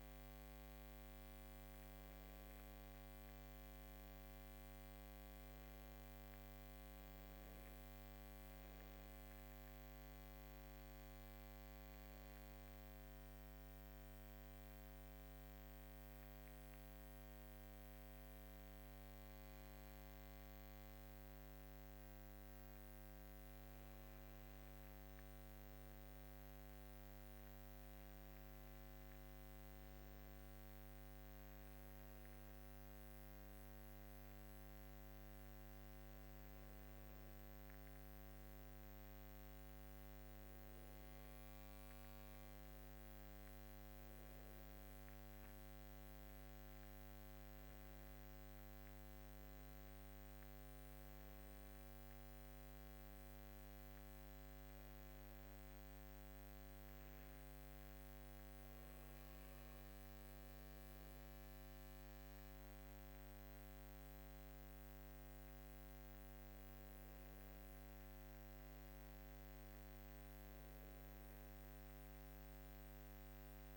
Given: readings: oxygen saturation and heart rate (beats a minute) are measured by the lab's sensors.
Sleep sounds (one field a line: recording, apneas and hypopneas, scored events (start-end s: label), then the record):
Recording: breathing in sleep, hard to hear, by a microphone on the trachea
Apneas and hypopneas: 1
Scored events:
10.00-27.00 s: hypopnea (oxygen 98% before, 97% lowest, heart rate 54 before, 51 extreme, up 8 after)
35.50-39.50 s: arousal
66.00-71.00 s: arousal
From the record:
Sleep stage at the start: N2 (light sleep)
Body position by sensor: on the left side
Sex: female